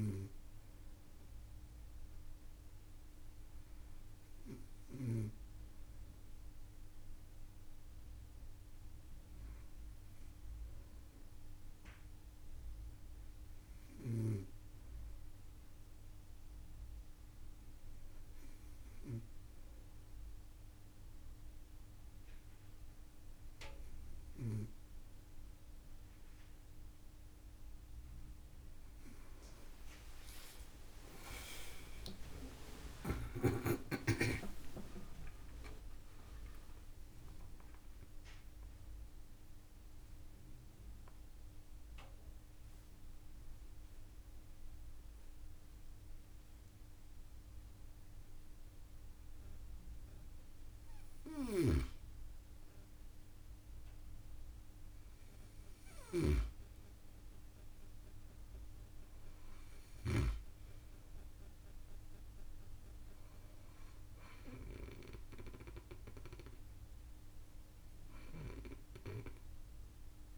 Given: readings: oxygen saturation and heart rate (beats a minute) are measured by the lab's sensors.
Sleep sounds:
breathing in sleep by a room microphone; 1
29.00-33.50 s: arousal
30.50-32.50 s: long interval between heartbeats (device-marked)
34.00-36.00 s: long interval between heartbeats (device-marked)
36.50-50.00 s: obstructive apnea (oxygen 94% before, 93% lowest)
51.00-60.00 s: snoring (device-marked)
62.00-67.00 s: arousal
From the record:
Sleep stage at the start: N2 (light sleep); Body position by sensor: on the right side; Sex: female

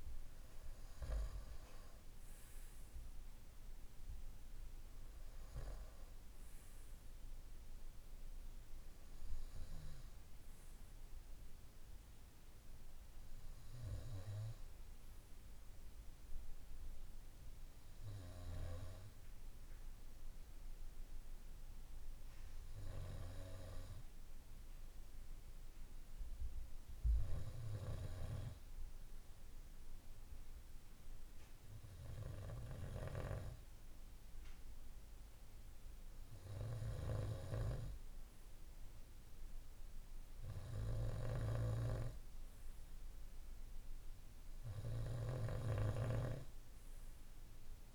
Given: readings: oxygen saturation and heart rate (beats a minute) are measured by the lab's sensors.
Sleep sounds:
breathing in sleep by a room microphone; none
41.00-47.94 s: snoring (device-marked)
From the record:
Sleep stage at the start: N2 (light sleep); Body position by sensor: on the right side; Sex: male

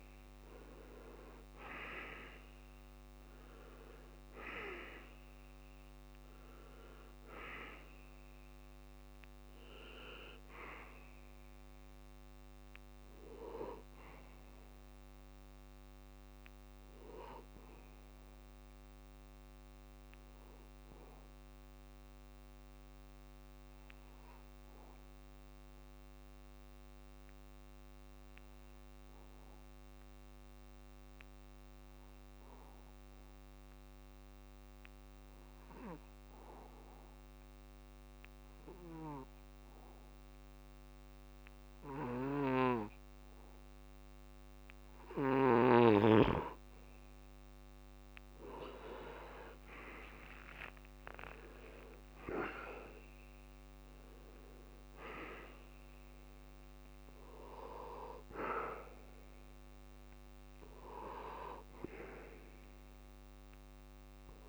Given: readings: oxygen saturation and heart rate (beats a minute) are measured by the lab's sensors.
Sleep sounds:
breathing in sleep by a microphone on the trachea; 1
0.00-1.50 s: arousal
0.00-22.50 s: oxygen desaturation (device-marked, oxygen 85% lowest, heart rate 59 extreme)
21.50-45.50 s: mixed apnea (oxygen 96% before, 85% lowest, heart rate 80 before, 65 extreme)
40.50-64.49 s: oxygen desaturation (device-marked, oxygen 98% before, 85% lowest)
49.50-54.00 s: arousal
From the record:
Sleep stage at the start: N2 (light sleep); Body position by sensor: on the back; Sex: male

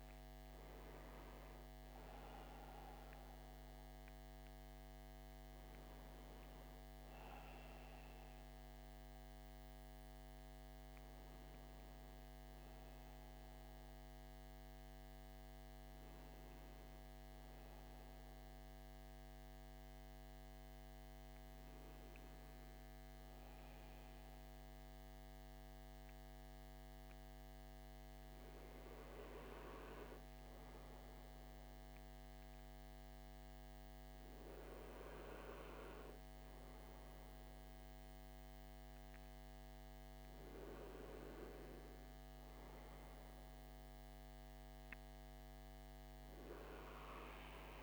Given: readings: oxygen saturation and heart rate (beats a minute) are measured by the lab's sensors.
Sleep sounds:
breathing in sleep by a microphone on the trachea; none
0.00-20.50 s: oxygen desaturation (device-marked, oxygen 72% lowest)
From the record:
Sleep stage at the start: REM sleep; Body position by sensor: on the front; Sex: male

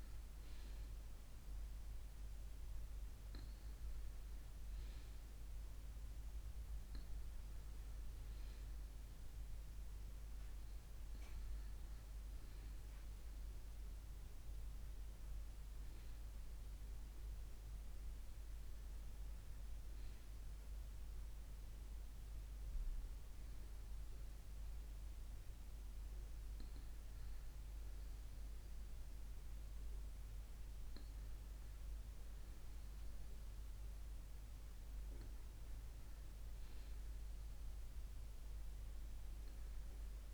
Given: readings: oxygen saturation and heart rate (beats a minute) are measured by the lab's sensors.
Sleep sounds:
breathing in sleep, hard to hear, by a room microphone; none
none scored
From the record:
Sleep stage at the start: N2 (light sleep); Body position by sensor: on the right side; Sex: female

